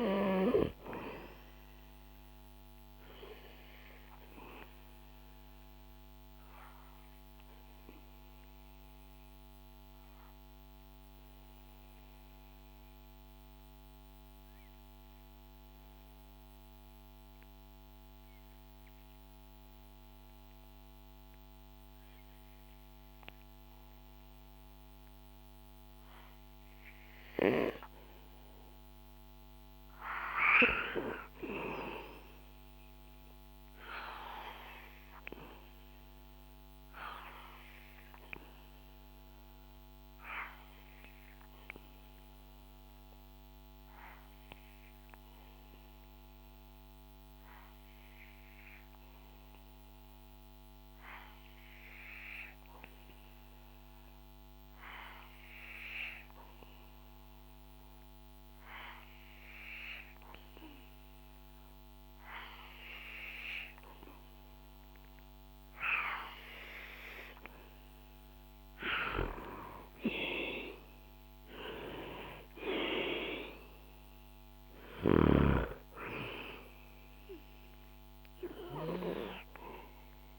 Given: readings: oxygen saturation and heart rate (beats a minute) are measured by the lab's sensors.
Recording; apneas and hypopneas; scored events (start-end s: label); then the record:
breathing in sleep by a microphone on the trachea; 2
6.00-28.50 s: obstructive apnea (oxygen 98% before, 92% lowest, heart rate 65 before, 59 extreme, up 4 after)
30.00-33.50 s: arousal
38.50-65.50 s: obstructive apnea (oxygen 97% before, 91% lowest, heart rate 63 before, 59 extreme, up 5 after)
64.00-80.39 s: oxygen desaturation (device-marked, oxygen 96% before, 92% lowest, heart rate 63 before, 59 extreme)
69.50-73.50 s: arousal
From the record:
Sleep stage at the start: N2 (light sleep); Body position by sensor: on the back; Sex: male